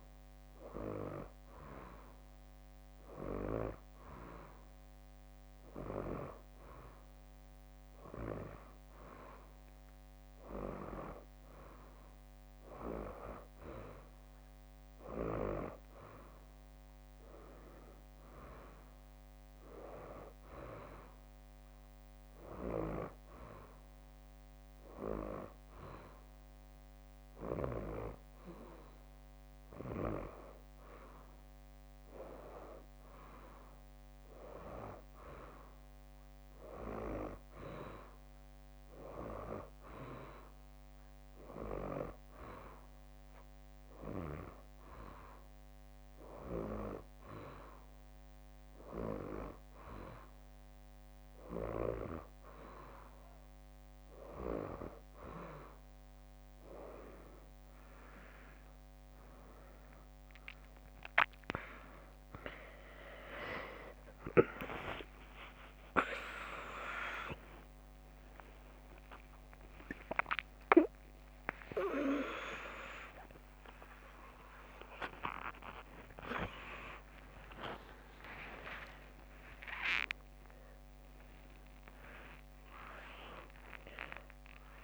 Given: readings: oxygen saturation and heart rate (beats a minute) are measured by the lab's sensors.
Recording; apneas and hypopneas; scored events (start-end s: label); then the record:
a person partly awake in a sleep study, by a microphone on the trachea; 1
5.00-14.00 s: drop in pulse transit time (device-marked, heart rate 65 before, 60 extreme)
33.50-37.50 s: arousal
43.00-53.00 s: hypopnea (oxygen 93% before, 89% lowest, heart rate 66 before, 62 extreme, up 6 after)
51.00-84.84 s: new sleep stage, awake
66.00-77.00 s: tachycardia (device-marked, heart rate 65 before, 184 extreme)
69.00-84.84 s: drop in pulse transit time (device-marked, heart rate 71 before, 76 extreme)
From the record:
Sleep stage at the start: N2 (light sleep); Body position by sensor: on the right side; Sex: female